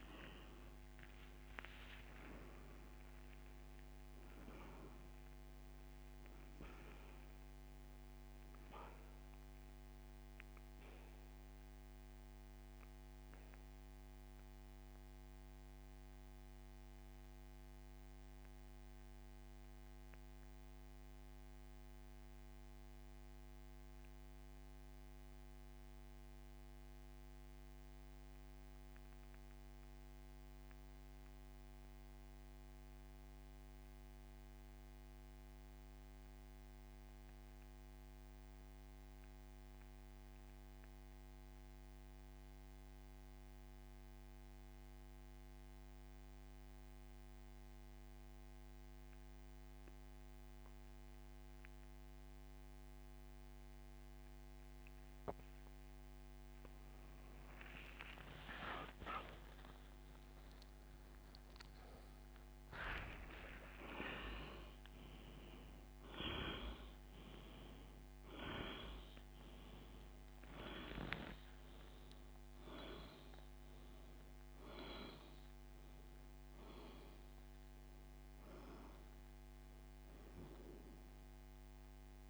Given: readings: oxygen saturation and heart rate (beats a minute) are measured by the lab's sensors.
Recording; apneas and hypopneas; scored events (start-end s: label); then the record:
breathing in sleep by a microphone on the trachea; 1
0.00-43.00 s: oxygen desaturation (device-marked, oxygen 97% before, 85% lowest, heart rate 82 before, 46 extreme)
13.50-55.00 s: mixed apnea (oxygen 97% before, 84% lowest, heart rate 77 before, 56 extreme, up 12 after)
58.50-63.50 s: arousal
From the record:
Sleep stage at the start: N2 (light sleep); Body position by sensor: on the back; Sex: male